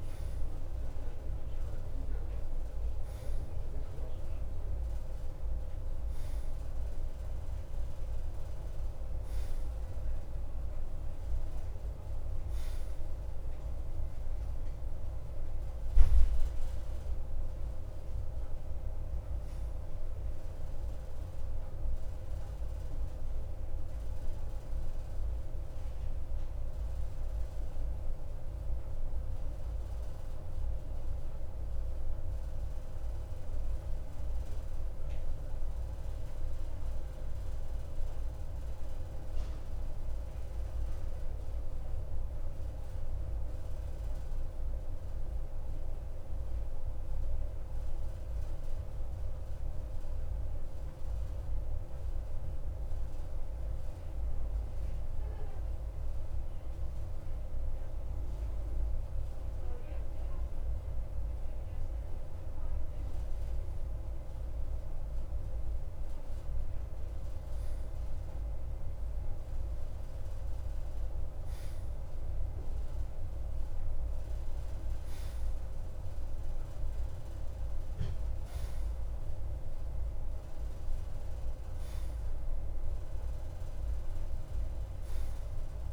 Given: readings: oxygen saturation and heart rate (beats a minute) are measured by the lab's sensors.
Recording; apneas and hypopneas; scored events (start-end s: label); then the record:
breathing in sleep, hard to hear, by a room microphone; 1
17.50-44.50 s: oxygen desaturation (device-marked, oxygen 94% before, 91% lowest, heart rate 56 before, 50 extreme)
33.00-60.00 s: mixed apnea (oxygen 94% before, 91% lowest, heart rate 56 before, 50 extreme, up 6 after)
62.50-66.50 s: arousal
From the record:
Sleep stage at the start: N2 (light sleep); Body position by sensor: on the right side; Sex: male